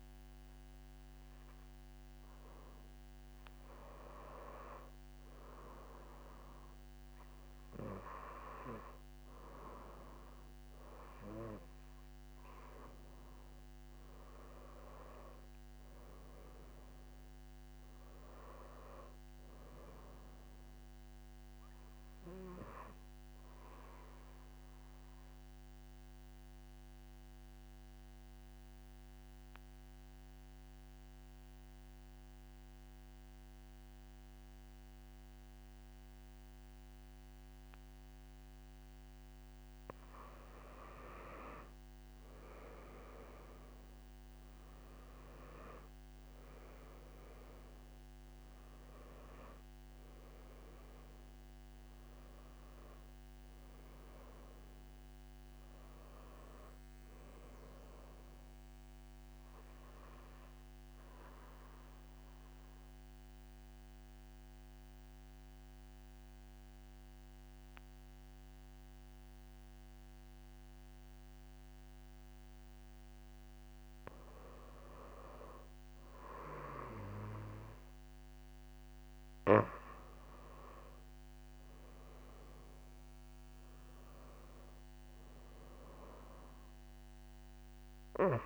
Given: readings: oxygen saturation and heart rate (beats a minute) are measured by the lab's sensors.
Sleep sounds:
breathing in sleep by a microphone on the trachea; 2
14.00-17.50 s: arousal
24.00-39.50 s: obstructive apnea (oxygen 97% before, 90% lowest)
41.00-43.50 s: arousal
42.00-65.00 s: oxygen desaturation (device-marked, oxygen 96% before, 90% lowest)
61.00-73.50 s: obstructive apnea (oxygen 96% before, 90% lowest)
76.00-79.00 s: arousal
82.00-88.46 s: oxygen desaturation (device-marked, oxygen 97% before, 93% lowest)
From the record:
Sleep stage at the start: N2 (light sleep); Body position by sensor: on the back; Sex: female

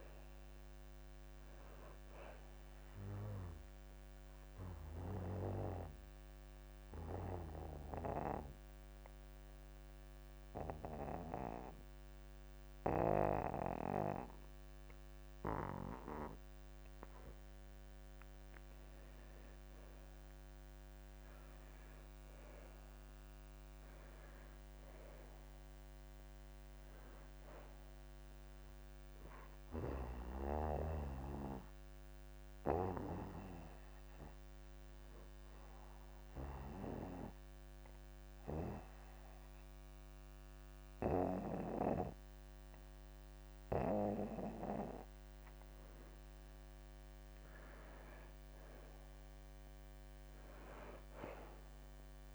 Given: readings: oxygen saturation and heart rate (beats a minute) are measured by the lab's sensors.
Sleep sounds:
breathing in sleep by a microphone on the trachea; 2
3.00-23.00 s: oxygen desaturation (device-marked, oxygen 97% before, 89% lowest)
6.00-19.00 s: obstructive apnea (oxygen 98% before, 89% lowest)
23.50-28.00 s: arousal
36.50-47.50 s: mixed apnea (oxygen 96% before, 89% lowest)
40.00-52.00 s: oxygen desaturation (device-marked, oxygen 96% before, 92% lowest)
51.00-52.35 s: arousal
From the record:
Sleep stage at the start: N2 (light sleep); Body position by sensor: on the back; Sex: male

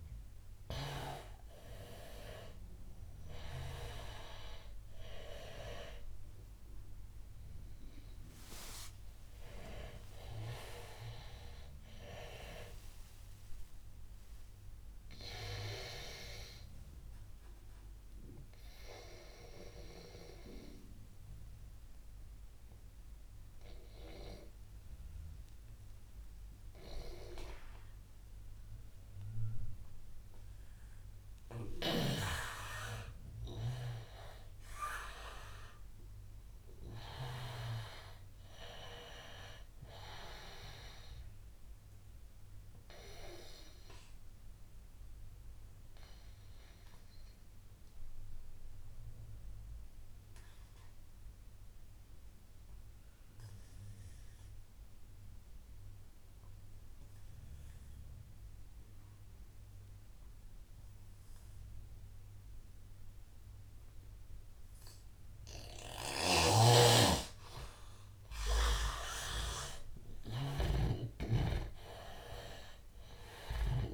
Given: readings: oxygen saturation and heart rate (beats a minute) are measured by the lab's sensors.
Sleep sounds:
breathing in sleep by a room microphone; 2
0.00-19.00 s: oxygen desaturation (device-marked, oxygen 81% lowest, heart rate 87 extreme)
17.50-32.50 s: obstructive apnea (oxygen 96% before, 81% lowest, heart rate 91 before, 87 extreme, up 4 after)
34.00-38.00 s: arousal
38.00-54.00 s: oxygen desaturation (device-marked, oxygen 99% before, 92% lowest, heart rate 90 before, 84 extreme)
43.00-68.00 s: obstructive apnea (oxygen 99% before, 84% lowest, heart rate 90 before, 84 extreme, up 9 after)
62.00-73.94 s: oxygen desaturation (device-marked, oxygen 98% before, 84% lowest, heart rate 88 before, 84 extreme)
66.00-70.50 s: snoring (device-marked)
69.50-73.50 s: arousal
From the record:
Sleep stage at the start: N2 (light sleep); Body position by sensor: on the back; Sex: male

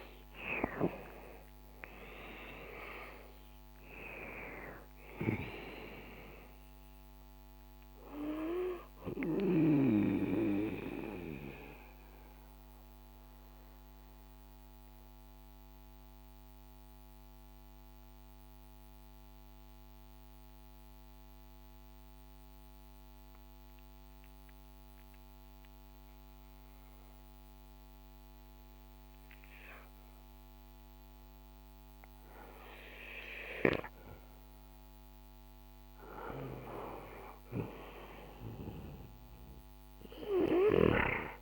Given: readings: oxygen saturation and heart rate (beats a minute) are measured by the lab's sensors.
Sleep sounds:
breathing in sleep by a microphone on the trachea; 1
0.00-26.50 s: oxygen desaturation (device-marked, oxygen 81% lowest, heart rate 56 extreme)
10.50-34.50 s: mixed apnea (oxygen 94% before, 81% lowest, heart rate 73 before, 61 extreme, up 4 after)
36.50-39.50 s: arousal
37.50-41.41 s: oxygen desaturation (device-marked, oxygen 99% before, 92% lowest, heart rate 70 before, 58 extreme)
From the record:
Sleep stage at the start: REM sleep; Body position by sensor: on the back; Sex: male

